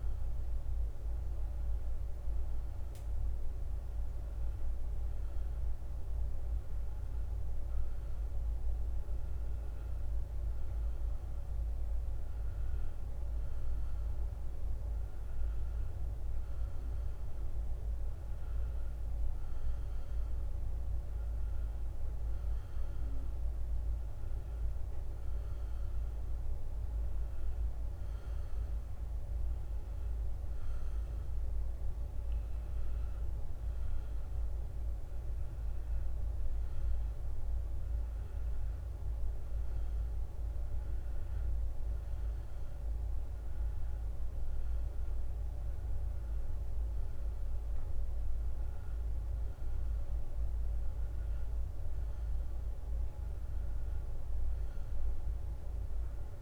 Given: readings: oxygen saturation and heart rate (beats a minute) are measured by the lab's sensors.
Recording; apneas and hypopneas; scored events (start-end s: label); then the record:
a person awake in a sleep study, hard to hear, by a room microphone; none
none scored
From the record:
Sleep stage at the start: awake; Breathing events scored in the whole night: 244 in 3.6 hours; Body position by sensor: on the back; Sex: male